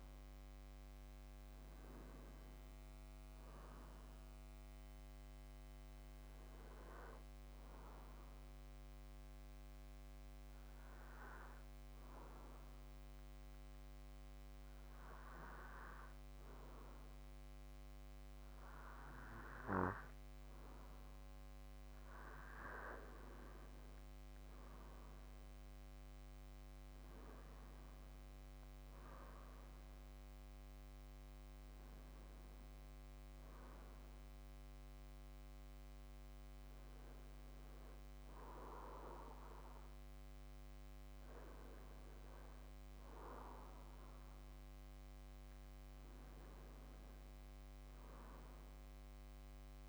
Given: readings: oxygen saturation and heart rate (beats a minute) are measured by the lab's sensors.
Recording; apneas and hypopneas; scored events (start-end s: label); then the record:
breathing in sleep by a microphone on the trachea; 1
0.00-20.00 s: oxygen desaturation (device-marked, oxygen 93% lowest, heart rate 56 extreme)
9.50-22.00 s: obstructive apnea (oxygen 96% before, 92% lowest, heart rate 66 before, 56 extreme, up 5 after)
23.50-28.00 s: arousal
29.00-49.00 s: oxygen desaturation (device-marked, oxygen 96% before, 92% lowest, heart rate 64 before, 55 extreme)
From the record:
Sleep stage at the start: N2 (light sleep); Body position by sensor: on the back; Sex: male